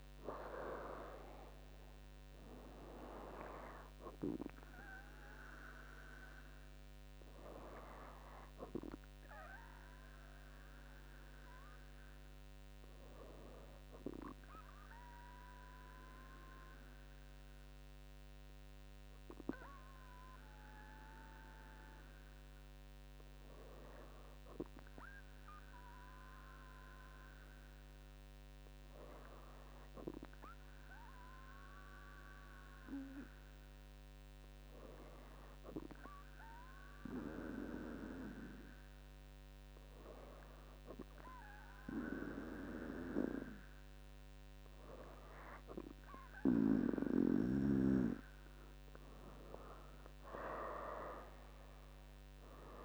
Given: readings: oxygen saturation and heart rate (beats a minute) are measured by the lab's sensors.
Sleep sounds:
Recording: breathing in sleep by a microphone on the trachea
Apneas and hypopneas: 1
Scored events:
16.50-38.50 s: hypopnea (oxygen 97% before, 96% lowest, heart rate 68 before, 65 extreme, up 3 after)
41.00-44.50 s: arousal
From the record:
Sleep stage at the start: N2 (light sleep)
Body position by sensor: on the back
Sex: female

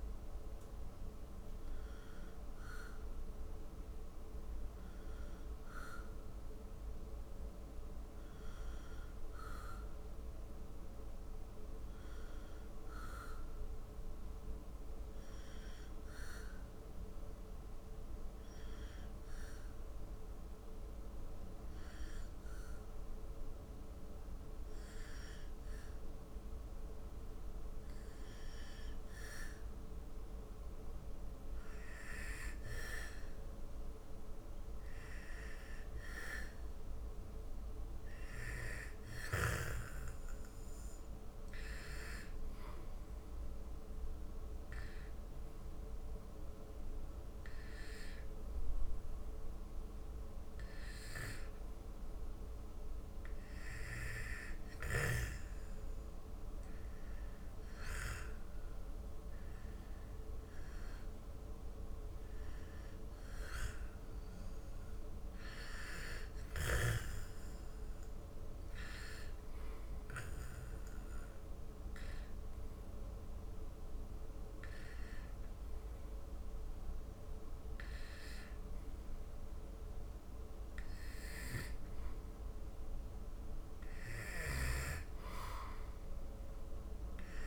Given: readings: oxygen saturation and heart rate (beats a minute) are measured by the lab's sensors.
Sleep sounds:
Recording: breathing in sleep by a room microphone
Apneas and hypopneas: 3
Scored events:
14.50-29.00 s: obstructive apnea (oxygen 96% before, 91% lowest, heart rate 82 before, 75 extreme, up 1 after)
30.50-44.50 s: oxygen desaturation (device-marked, oxygen 95% before, 92% lowest, heart rate 81 before, 75 extreme)
33.00-37.00 s: arousal
43.00-53.50 s: obstructive apnea (oxygen 95% before, 90% lowest, heart rate 79 before, 76 extreme, up 7 after)
57.00-61.50 s: arousal
60.50-77.50 s: oxygen desaturation (device-marked, oxygen 95% before, 91% lowest, heart rate 78 before, 76 extreme)
69.00-81.50 s: obstructive apnea (oxygen 95% before, 90% lowest, heart rate 79 before, 76 extreme, up 2 after)
83.50-87.47 s: arousal
From the record:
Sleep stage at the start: N2 (light sleep)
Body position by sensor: on the back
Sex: male

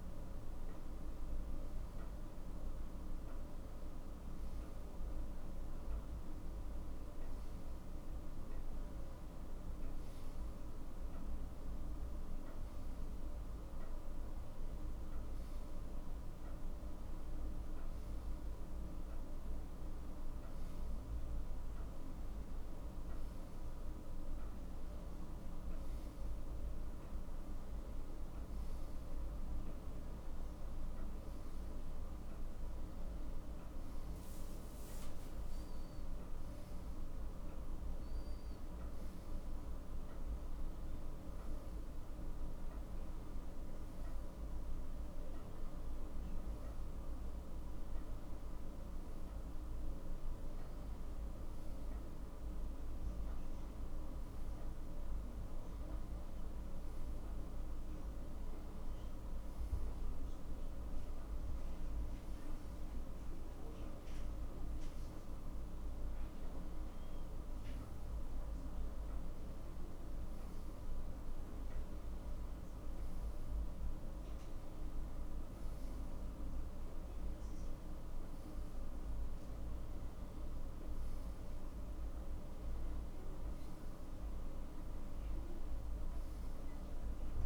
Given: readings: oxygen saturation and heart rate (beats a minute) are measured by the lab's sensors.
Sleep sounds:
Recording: breathing in sleep, hard to hear, by a room microphone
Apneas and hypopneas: none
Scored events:
none scored
From the record:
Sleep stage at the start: N2 (light sleep)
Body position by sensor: on the back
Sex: male

